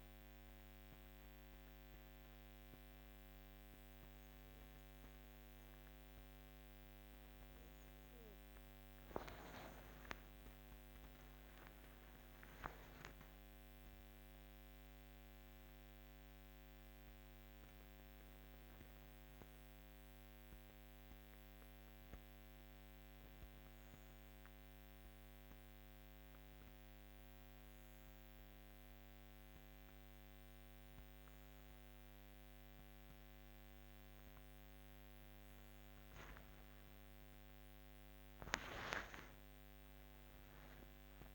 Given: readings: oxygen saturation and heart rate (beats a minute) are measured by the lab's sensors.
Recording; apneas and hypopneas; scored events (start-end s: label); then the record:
breathing in sleep, hard to hear, by a microphone on the trachea; none
8.50-13.50 s: arousal
36.00-41.00 s: arousal
From the record:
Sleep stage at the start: REM sleep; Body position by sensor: on the back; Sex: female